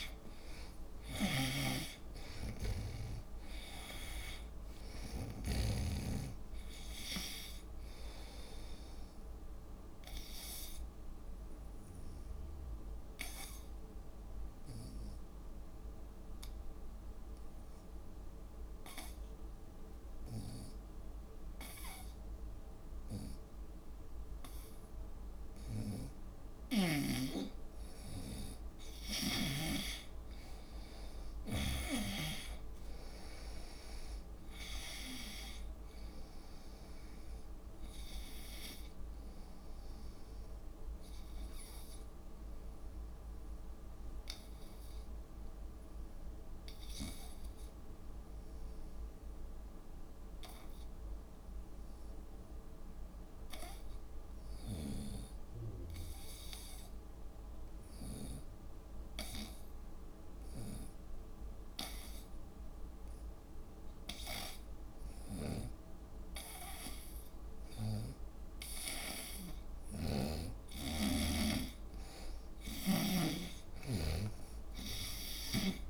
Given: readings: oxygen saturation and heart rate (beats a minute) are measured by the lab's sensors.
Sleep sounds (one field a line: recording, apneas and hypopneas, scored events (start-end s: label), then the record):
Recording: breathing in sleep by a room microphone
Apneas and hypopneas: 2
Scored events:
0.00-21.00 s: oxygen desaturation (device-marked, oxygen 88% lowest, heart rate 70 extreme)
1.00-6.00 s: arousal
1.50-6.00 s: snoring (device-marked)
2.50-4.50 s: long interval between heartbeats (device-marked, heart rate 74 before, 86 extreme)
11.50-25.50 s: obstructive apnea (oxygen 96% before, 88% lowest, heart rate 81 before, 70 extreme, up 5 after)
26.50-30.00 s: snoring (device-marked)
28.50-32.50 s: arousal
32.00-47.00 s: oxygen desaturation (device-marked, oxygen 96% before, 90% lowest, heart rate 73 before, 61 extreme)
41.50-66.00 s: obstructive apnea (oxygen 96% before, 88% lowest, heart rate 74 before, 61 extreme, up 9 after)
54.50-58.50 s: snoring (device-marked)
61.00-75.90 s: oxygen desaturation (device-marked, oxygen 97% before, 88% lowest, heart rate 67 before, 71 extreme)
70.00-73.50 s: snoring (device-marked)
71.00-75.00 s: arousal
From the record:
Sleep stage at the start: N2 (light sleep)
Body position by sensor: on the right side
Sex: female